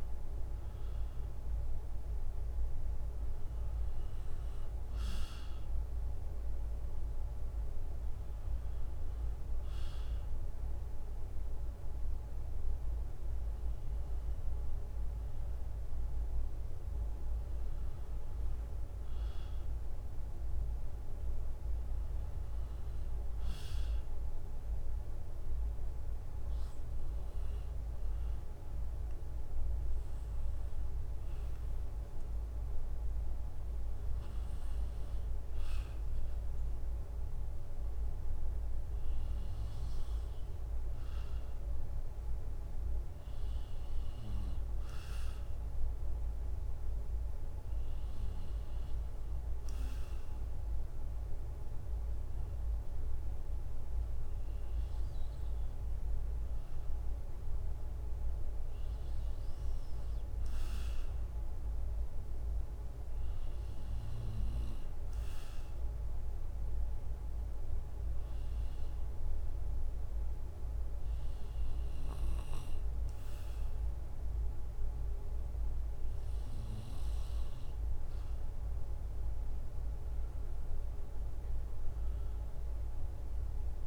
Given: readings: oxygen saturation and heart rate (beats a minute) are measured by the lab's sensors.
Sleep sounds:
breathing in sleep, hard to hear, by a room microphone; none
79.00-83.50 s: arousal
From the record:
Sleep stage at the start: N2 (light sleep); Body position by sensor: on the right side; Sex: male

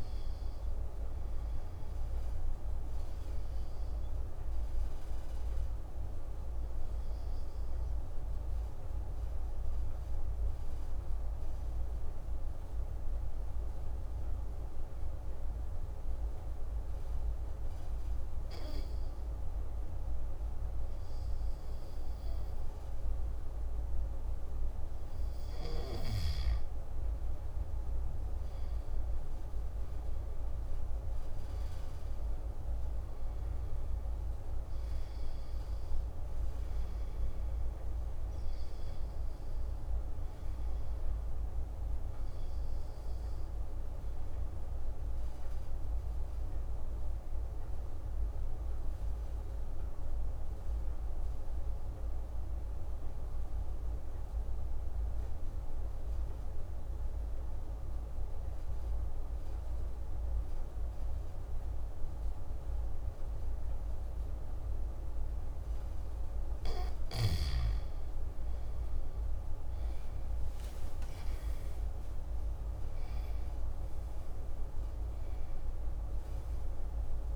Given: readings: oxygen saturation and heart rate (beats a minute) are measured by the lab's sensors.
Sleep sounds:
breathing in sleep, hard to hear, by a room microphone; 2
4.50-23.00 s: obstructive apnea (oxygen 97% before, 92% lowest, heart rate 77 before, 39 extreme, up 30 after)
26.00-31.50 s: arousal
44.00-66.00 s: obstructive apnea (oxygen 97% before, 90% lowest)
68.50-73.50 s: arousal
From the record:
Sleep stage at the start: N2 (light sleep); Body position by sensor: on the back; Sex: male

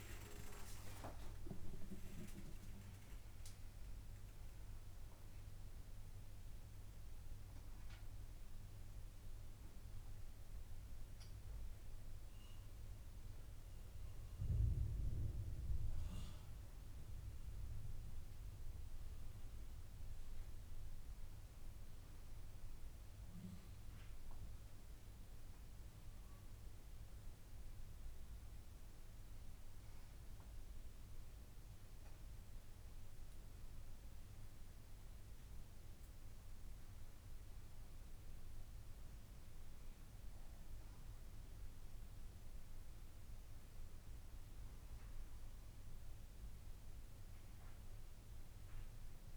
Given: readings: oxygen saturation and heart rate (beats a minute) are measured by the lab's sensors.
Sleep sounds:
a person awake in a sleep study, by a room microphone; none
none scored
From the record:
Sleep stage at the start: awake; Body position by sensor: upright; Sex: female

